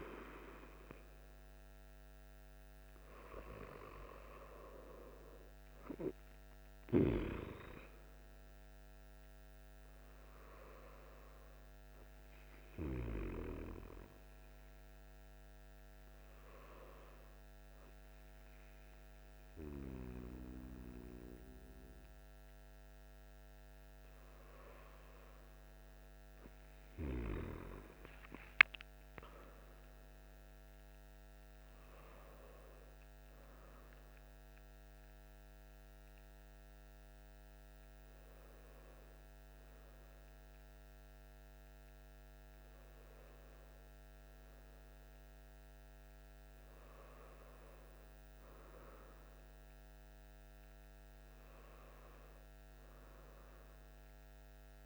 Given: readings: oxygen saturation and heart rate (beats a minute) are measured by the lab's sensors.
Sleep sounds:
breathing in sleep by a microphone on the trachea; none
50.50-54.86 s: arousal
From the record:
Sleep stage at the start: N1 (lightest sleep); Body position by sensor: on the back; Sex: male

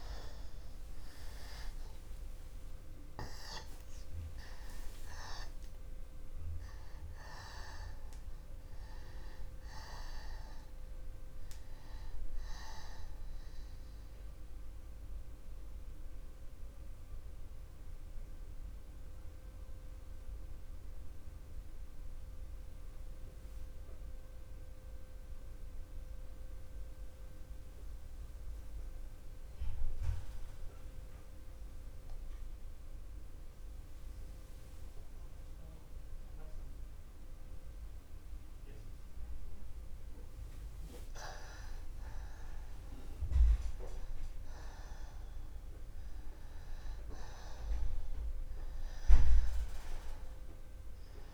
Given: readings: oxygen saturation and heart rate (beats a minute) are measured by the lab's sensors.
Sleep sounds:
breathing in sleep by a room microphone; 1
0.00-23.50 s: oxygen desaturation (device-marked, oxygen 82% lowest, heart rate 35 extreme)
7.00-12.00 s: arousal
14.00-42.00 s: mixed apnea (oxygen 96% before, 86% lowest)
44.50-48.50 s: arousal
48.50-51.34 s: oxygen desaturation (device-marked, oxygen 97% before, 86% lowest)
From the record:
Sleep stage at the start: N2 (light sleep); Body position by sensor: on the back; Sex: male

